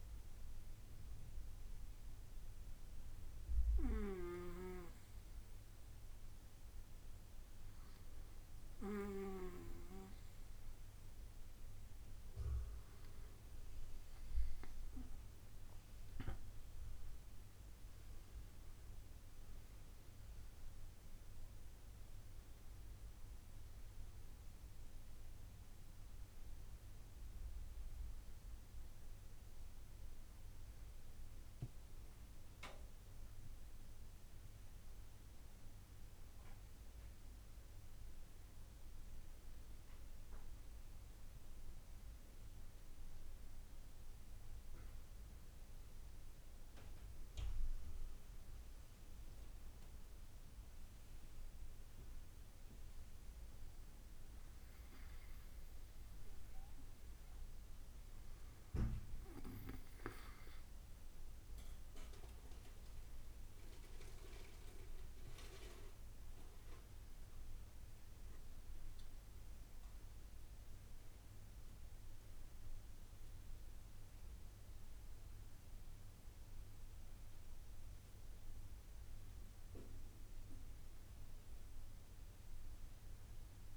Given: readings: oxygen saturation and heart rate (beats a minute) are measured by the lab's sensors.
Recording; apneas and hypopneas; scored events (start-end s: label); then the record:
breathing in sleep by a room microphone; none
none scored
From the record:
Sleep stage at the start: N2 (light sleep); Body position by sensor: on the back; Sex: male